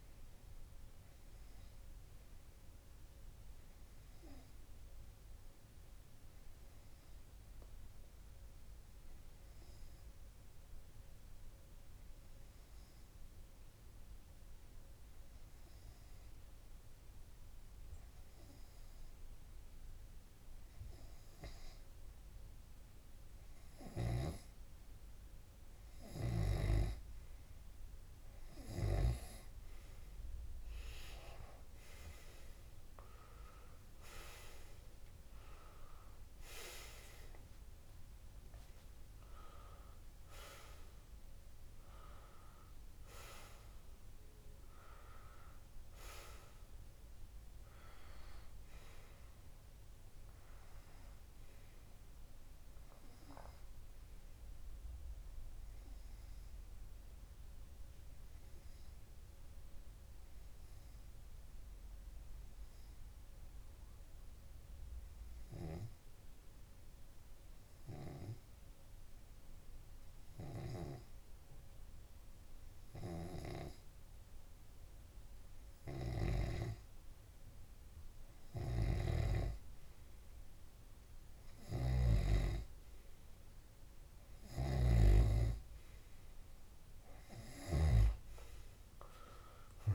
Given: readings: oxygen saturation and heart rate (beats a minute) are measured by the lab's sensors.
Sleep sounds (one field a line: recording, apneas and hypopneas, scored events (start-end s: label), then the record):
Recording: breathing in sleep by a room microphone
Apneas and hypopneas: 2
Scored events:
2.00-26.50 s: hypopnea (oxygen 98% before, 96% lowest, heart rate 30 before, 51 extreme, up 8 after)
8.00-25.00 s: tachycardia (device-marked)
8.50-10.50 s: long interval between heartbeats (device-marked)
10.50-12.50 s: long interval between heartbeats (device-marked, heart rate 31 before, 62 extreme)
13.50-15.50 s: long interval between heartbeats (device-marked, heart rate 43 before, 128 extreme)
19.00-21.00 s: long interval between heartbeats (device-marked, heart rate 73 before, 148 extreme)
21.50-23.50 s: long interval between heartbeats (device-marked, heart rate 85 before, 149 extreme)
23.50-25.50 s: long interval between heartbeats (device-marked, heart rate 98 before, 143 extreme)
27.00-29.00 s: long interval between heartbeats (device-marked, heart rate 121 before, 89 extreme)
29.00-64.00 s: tachycardia (device-marked)
30.50-32.50 s: long interval between heartbeats (device-marked, heart rate 128 before, 97 extreme)
34.50-37.50 s: arousal
38.00-40.00 s: long interval between heartbeats (device-marked, heart rate 125 before, 127 extreme)
42.00-44.00 s: long interval between heartbeats (device-marked, heart rate 124 before, 174 extreme)
44.00-46.00 s: long interval between heartbeats (device-marked, heart rate 126 before, 199 extreme)
47.00-49.00 s: long interval between heartbeats (device-marked, heart rate 136 before, 172 extreme)
51.50-53.50 s: long interval between heartbeats (device-marked, heart rate 151 before, 159 extreme)
54.00-56.00 s: long interval between heartbeats (device-marked, heart rate 160 before, 194 extreme)
56.50-77.50 s: obstructive apnea (oxygen 97% before, 94% lowest, heart rate 168 before, 25 extreme)
57.00-59.00 s: long interval between heartbeats (device-marked, heart rate 172 before, 161 extreme)
61.00-63.00 s: long interval between heartbeats (device-marked, heart rate 178 before, 155 extreme)
64.50-66.50 s: long interval between heartbeats (device-marked, heart rate 176 before, 142 extreme)
70.50-72.50 s: long interval between heartbeats (device-marked, heart rate 152 before, 76 extreme)
79.50-86.00 s: snoring (device-marked)
81.00-86.00 s: tachycardia (device-marked, heart rate 36 before, 119 extreme)
81.50-83.50 s: long interval between heartbeats (device-marked, heart rate 83 before, 49 extreme)
83.00-89.95 s: oxygen desaturation (device-marked, oxygen 99% before, 94% lowest)
84.50-86.50 s: long interval between heartbeats (device-marked, heart rate 70 before, 109 extreme)
From the record:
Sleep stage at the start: N2 (light sleep)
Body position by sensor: on the left side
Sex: male